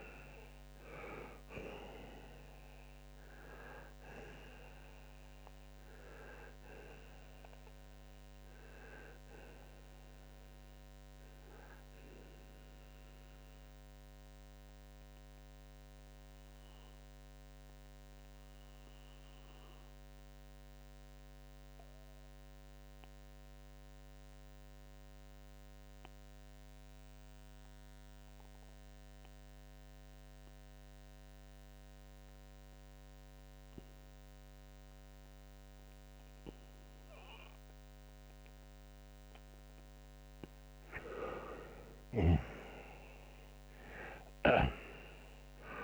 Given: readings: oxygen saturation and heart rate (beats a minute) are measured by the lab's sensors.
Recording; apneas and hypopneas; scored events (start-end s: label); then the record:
breathing in sleep by a microphone on the trachea; 1
6.50-10.50 s: oxygen desaturation (device-marked, oxygen 93% before, 90% lowest, heart rate 95 before, 60 extreme)
11.50-38.50 s: obstructive apnea (oxygen 93% before, 84% lowest, heart rate 96 before, 60 extreme, up 16 after)
21.50-37.50 s: oxygen desaturation (device-marked, oxygen 91% before, 84% lowest, heart rate 80 before, 67 extreme)
42.50-45.84 s: arousal
From the record:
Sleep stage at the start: N2 (light sleep); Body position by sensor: on the right side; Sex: male